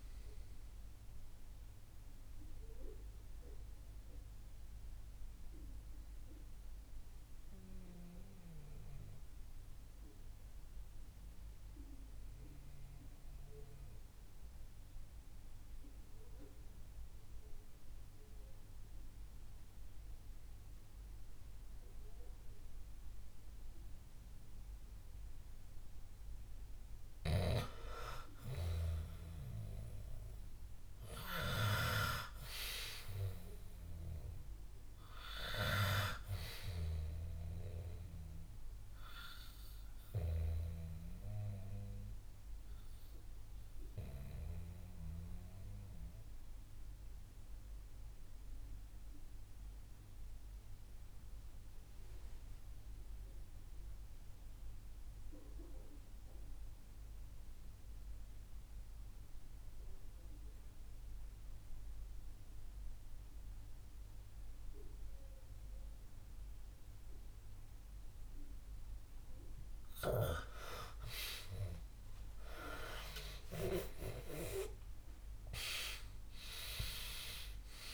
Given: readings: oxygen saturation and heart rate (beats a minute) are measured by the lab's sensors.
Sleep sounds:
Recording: breathing in sleep by a room microphone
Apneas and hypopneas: 2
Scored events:
0.00-19.50 s: oxygen desaturation (device-marked, oxygen 83% lowest, heart rate 59 extreme)
2.00-26.50 s: mixed apnea (oxygen 96% before, 83% lowest, heart rate 71 before, 60 extreme, up 2 after)
28.50-33.00 s: arousal
34.50-51.50 s: oxygen desaturation (device-marked, oxygen 98% before, 91% lowest, heart rate 66 before, 58 extreme)
41.50-69.00 s: mixed apnea (oxygen 99% before, 87% lowest, heart rate 66 before, 58 extreme, up 16 after)
70.50-75.50 s: arousal
73.50-77.94 s: oxygen desaturation (device-marked, oxygen 97% before, 87% lowest, heart rate 61 before, 62 extreme)
From the record:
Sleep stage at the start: REM sleep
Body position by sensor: on the back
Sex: male

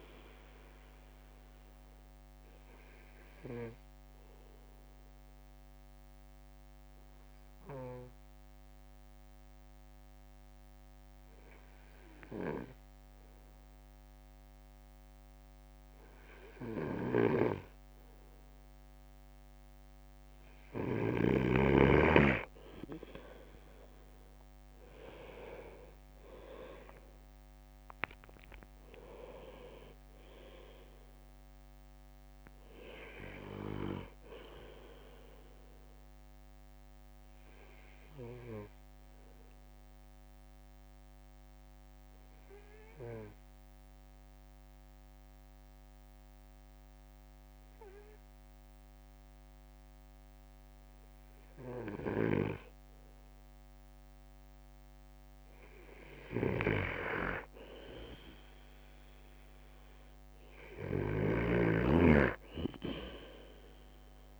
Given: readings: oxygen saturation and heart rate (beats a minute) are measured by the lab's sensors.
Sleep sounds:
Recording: breathing in sleep by a microphone on the trachea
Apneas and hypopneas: 2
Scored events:
2.00-19.00 s: obstructive apnea (oxygen 99% before, 97% lowest)
17.00-21.50 s: snoring (device-marked)
24.00-28.00 s: leg movement (device-marked)
24.50-29.50 s: arousal
36.00-55.00 s: obstructive apnea (oxygen 98% before, 97% lowest)
52.00-61.50 s: snoring (device-marked)
From the record:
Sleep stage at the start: N2 (light sleep)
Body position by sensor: on the right side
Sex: male

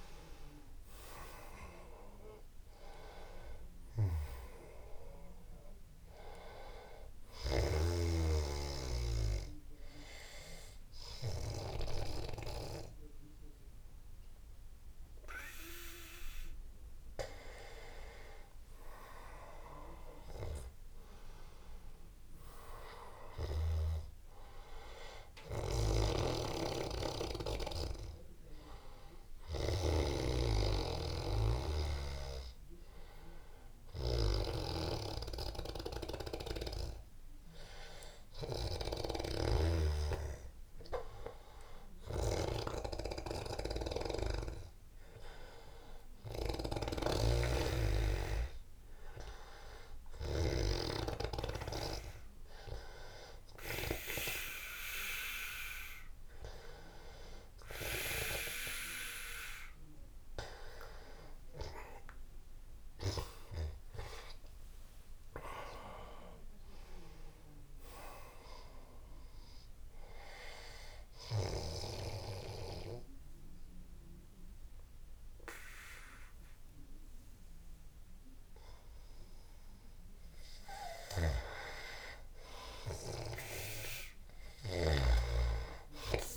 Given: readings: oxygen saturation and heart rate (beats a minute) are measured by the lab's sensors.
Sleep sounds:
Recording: breathing in sleep by a room microphone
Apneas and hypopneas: none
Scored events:
0.00-18.00 s: oxygen desaturation (device-marked, oxygen 88% lowest, heart rate 79 extreme)
19.50-23.50 s: arousal
26.00-30.50 s: snoring (device-marked)
62.50-67.00 s: arousal
64.00-67.00 s: tachycardia (device-marked, heart rate 86 before, 99 extreme)
From the record:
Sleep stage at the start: N2 (light sleep)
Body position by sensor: on the back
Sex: male

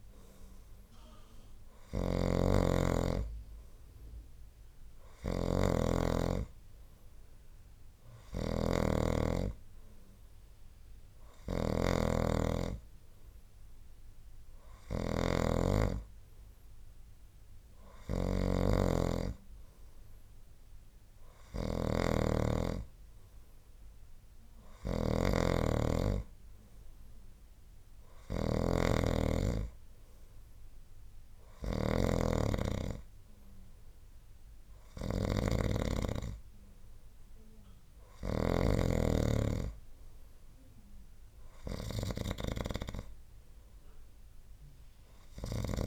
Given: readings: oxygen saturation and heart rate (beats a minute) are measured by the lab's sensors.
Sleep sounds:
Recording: breathing in sleep by a room microphone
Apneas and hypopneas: none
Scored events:
0.00-38.50 s: snoring (device-marked)
From the record:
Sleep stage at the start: N2 (light sleep)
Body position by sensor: on the right side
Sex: male

